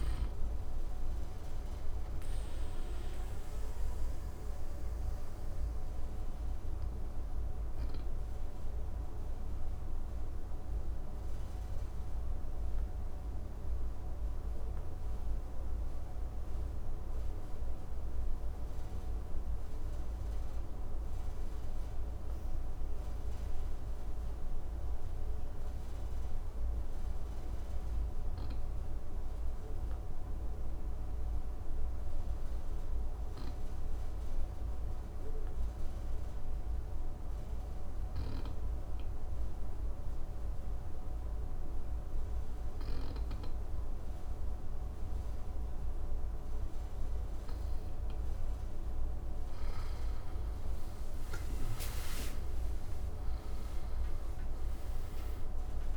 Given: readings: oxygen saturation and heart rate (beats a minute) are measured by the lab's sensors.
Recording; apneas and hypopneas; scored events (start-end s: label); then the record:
breathing in sleep, hard to hear, by a room microphone; 1
4.50-46.50 s: obstructive apnea (oxygen 99% before, 92% lowest, heart rate 60 before, 52 extreme, up 12 after)
40.00-55.97 s: oxygen desaturation (device-marked, oxygen 98% before, 92% lowest, heart rate 54 before, 52 extreme)
49.00-54.00 s: arousal
From the record:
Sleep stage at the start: N2 (light sleep); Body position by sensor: on the back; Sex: male